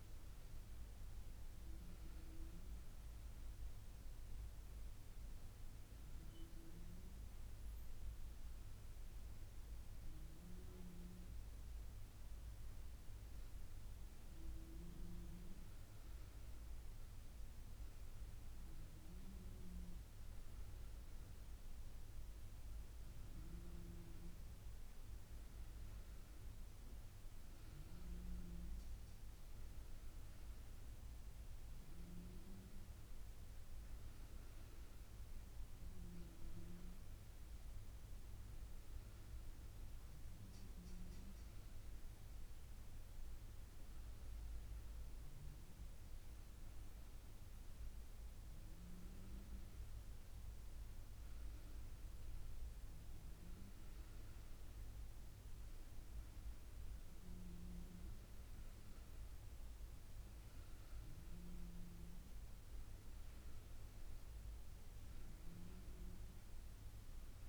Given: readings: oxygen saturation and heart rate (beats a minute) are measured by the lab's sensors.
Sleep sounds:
breathing in sleep, hard to hear, by a room microphone; none
none scored
From the record:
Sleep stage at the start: N1 (lightest sleep); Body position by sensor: on the back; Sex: female

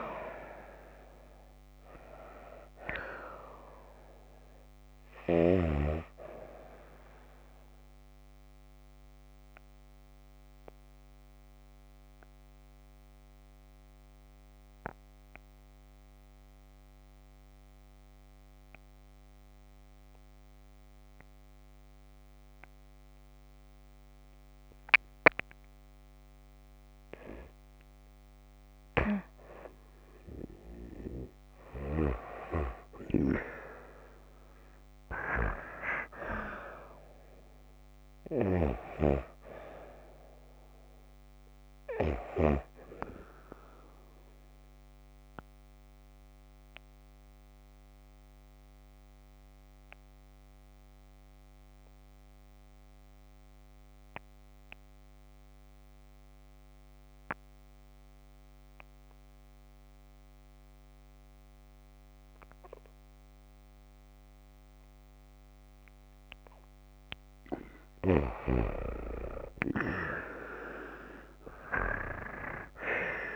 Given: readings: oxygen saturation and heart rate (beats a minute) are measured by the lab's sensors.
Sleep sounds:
breathing in sleep by a microphone on the trachea; 2
0.00-30.00 s: oxygen desaturation (device-marked, oxygen 87% lowest)
9.00-28.00 s: obstructive apnea (oxygen 96% before, 88% lowest)
30.50-34.50 s: arousal
40.00-57.00 s: oxygen desaturation (device-marked, oxygen 96% before, 90% lowest)
45.00-68.00 s: obstructive apnea (oxygen 96% before, 88% lowest)
72.00-73.35 s: oxygen desaturation (device-marked, oxygen 97% before, 92% lowest)
From the record:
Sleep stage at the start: N2 (light sleep); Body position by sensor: on the back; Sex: female

